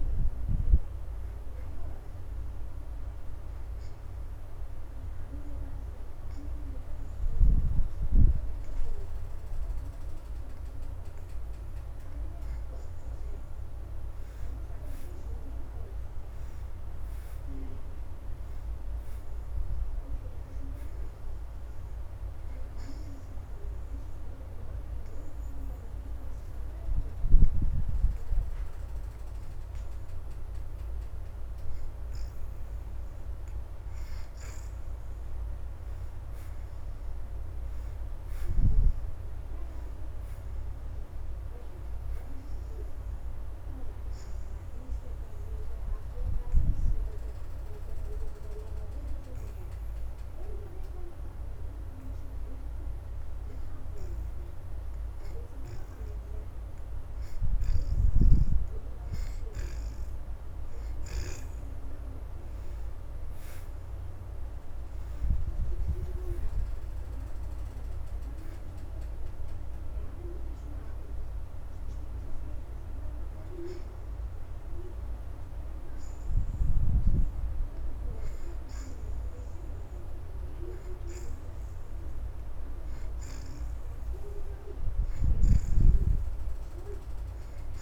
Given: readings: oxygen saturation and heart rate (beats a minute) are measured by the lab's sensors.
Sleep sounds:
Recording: breathing in sleep by a room microphone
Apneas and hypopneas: 3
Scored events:
0.00-13.00 s: oxygen desaturation (device-marked, oxygen 65% lowest, heart rate 76 extreme)
4.00-14.00 s: obstructive apnea (oxygen 88% before, 65% lowest, heart rate 82 before, 76 extreme, up 5 after)
15.50-19.50 s: arousal
21.00-38.00 s: oxygen desaturation (device-marked, oxygen 84% before, 67% lowest, heart rate 79 before, 76 extreme)
23.00-34.00 s: obstructive apnea (oxygen 84% before, 64% lowest, heart rate 79 before, 76 extreme, up 6 after)
35.50-40.50 s: arousal
40.00-60.00 s: oxygen desaturation (device-marked, oxygen 85% before, 66% lowest, heart rate 80 before, 78 extreme)
44.00-57.50 s: obstructive apnea (oxygen 85% before, 64% lowest, heart rate 80 before, 78 extreme, up 7 after)
61.50-64.50 s: arousal
62.00-86.00 s: oxygen desaturation (device-marked, oxygen 80% before, 64% lowest, heart rate 80 before, 78 extreme)
From the record:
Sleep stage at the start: N2 (light sleep)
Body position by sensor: on the back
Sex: female

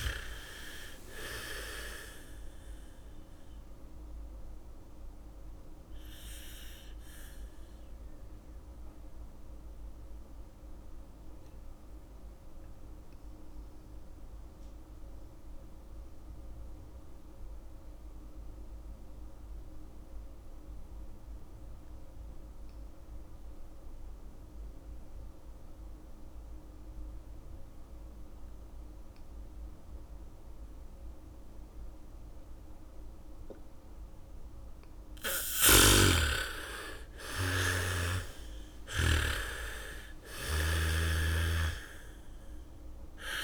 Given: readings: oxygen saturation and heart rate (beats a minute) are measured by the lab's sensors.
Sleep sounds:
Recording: breathing in sleep by a room microphone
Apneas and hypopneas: 1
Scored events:
0.00-21.00 s: oxygen desaturation (device-marked, oxygen 81% lowest, heart rate 40 extreme)
4.00-34.50 s: mixed apnea (oxygen 99% before, 81% lowest, heart rate 64 before, 40 extreme, up 0 after)
31.00-41.00 s: bradycardia (device-marked, heart rate 71 before, 40 extreme)
35.00-43.44 s: oxygen desaturation (device-marked, oxygen 98% before, 82% lowest, heart rate 69 before, 45 extreme)
36.00-39.50 s: arousal
36.00-39.50 s: snoring (device-marked)
From the record:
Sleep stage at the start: N2 (light sleep)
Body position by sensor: on the back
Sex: female

